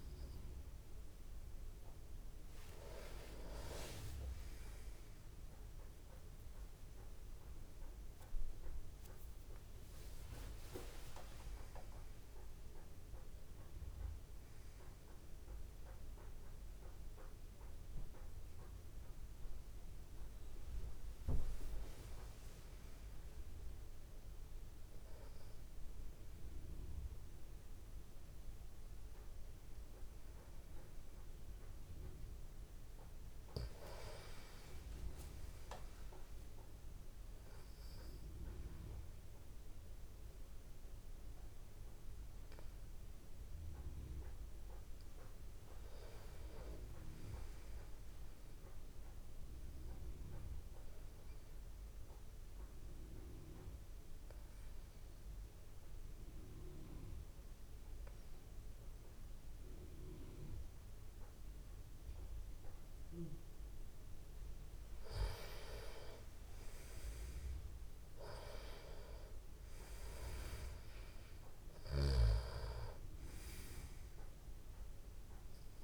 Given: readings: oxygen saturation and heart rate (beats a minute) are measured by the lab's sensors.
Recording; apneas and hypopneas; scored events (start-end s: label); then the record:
breathing in sleep by a room microphone; 1
0.00-13.50 s: oxygen desaturation (device-marked, oxygen 89% lowest, heart rate 52 extreme)
3.50-6.50 s: tachycardia (device-marked, heart rate 51 before, 98 extreme)
9.50-13.50 s: arousal
49.50-64.50 s: obstructive apnea (oxygen 97% before, 89% lowest)
66.00-69.50 s: arousal
71.50-75.84 s: oxygen desaturation (device-marked, oxygen 95% before, 90% lowest)
From the record:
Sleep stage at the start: N2 (light sleep); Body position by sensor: on the back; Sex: male